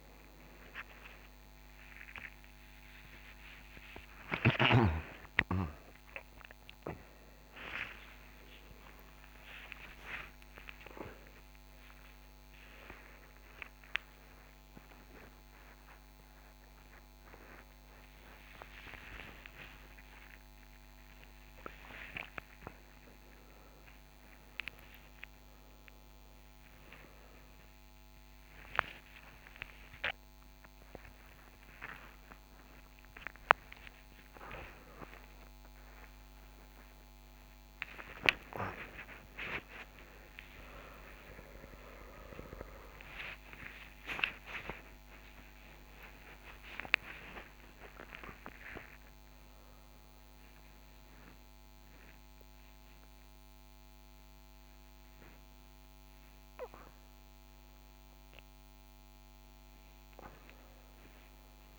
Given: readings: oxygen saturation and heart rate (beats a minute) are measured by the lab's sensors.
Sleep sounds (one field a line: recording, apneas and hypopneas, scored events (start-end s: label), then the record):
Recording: a person awake in a sleep study, by a microphone on the trachea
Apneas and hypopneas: none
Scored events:
36.00-41.00 s: oxygen desaturation (device-marked, oxygen 98% before, 94% lowest, heart rate 135 before, 49 extreme)
48.00-52.00 s: oxygen desaturation (device-marked, oxygen 96% before, 90% lowest, heart rate 134 before, 49 extreme)
From the record:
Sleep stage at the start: awake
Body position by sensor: on the right side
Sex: male